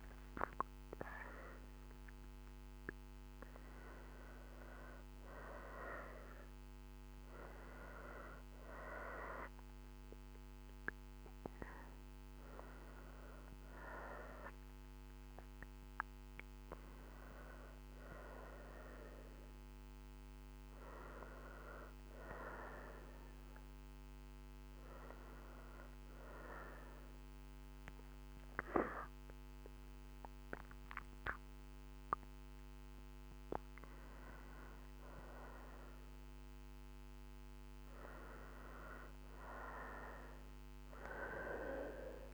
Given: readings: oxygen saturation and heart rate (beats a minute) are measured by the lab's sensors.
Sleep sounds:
breathing in sleep by a microphone on the trachea; none
10.00-20.00 s: oxygen desaturation (device-marked, oxygen 94% before, 90% lowest, heart rate 62 before, 63 extreme)
From the record:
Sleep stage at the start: N2 (light sleep); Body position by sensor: on the right side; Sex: female

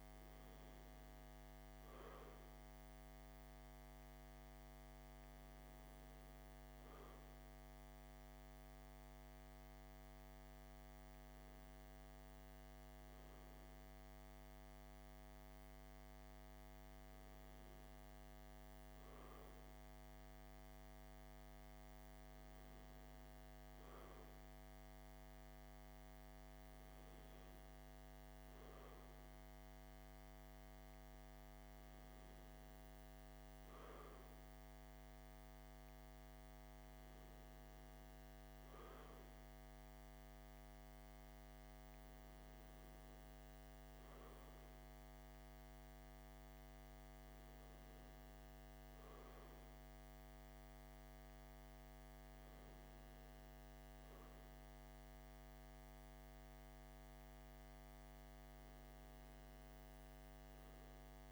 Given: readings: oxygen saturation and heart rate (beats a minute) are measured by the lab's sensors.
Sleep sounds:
breathing in sleep, hard to hear, by a microphone on the trachea; none
none scored
From the record:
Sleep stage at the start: N2 (light sleep); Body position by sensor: on the left side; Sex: male

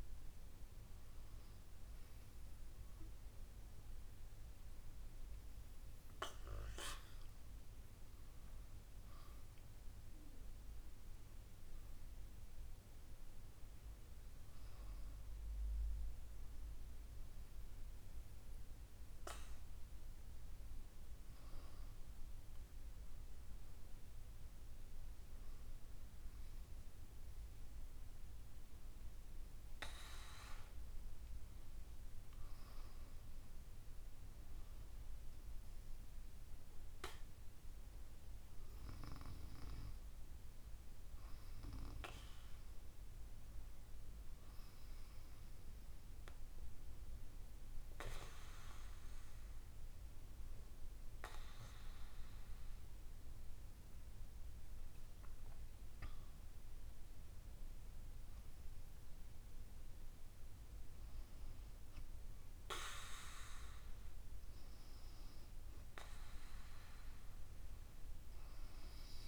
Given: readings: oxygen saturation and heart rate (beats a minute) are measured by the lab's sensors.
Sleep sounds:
breathing in sleep by a room microphone; none
53.50-57.00 s: arousal
From the record:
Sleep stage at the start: N2 (light sleep); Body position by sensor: on the back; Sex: female

